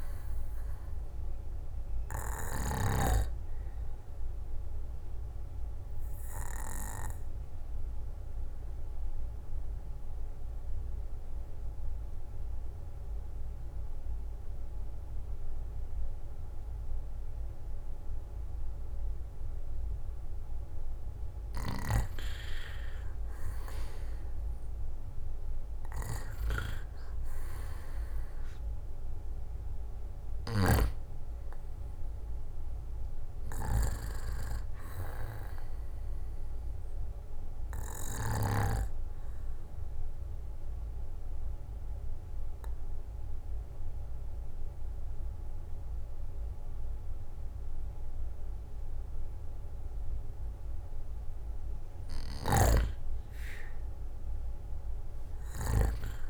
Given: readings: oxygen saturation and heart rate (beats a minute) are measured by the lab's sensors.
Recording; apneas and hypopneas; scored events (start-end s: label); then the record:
breathing in sleep by a room microphone; 2
0.00-12.50 s: oxygen desaturation (device-marked, oxygen 91% lowest, heart rate 56 extreme)
4.50-20.50 s: obstructive apnea (oxygen 98% before, 90% lowest, heart rate 63 before, 55 extreme, up 11 after)
23.50-26.50 s: arousal
25.50-47.50 s: oxygen desaturation (device-marked, oxygen 97% before, 90% lowest, heart rate 59 before, 55 extreme)
39.00-51.50 s: obstructive apnea (oxygen 97% before, 87% lowest, heart rate 66 before, 54 extreme, up 11 after)
From the record:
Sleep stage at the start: N2 (light sleep); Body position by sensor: on the back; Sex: male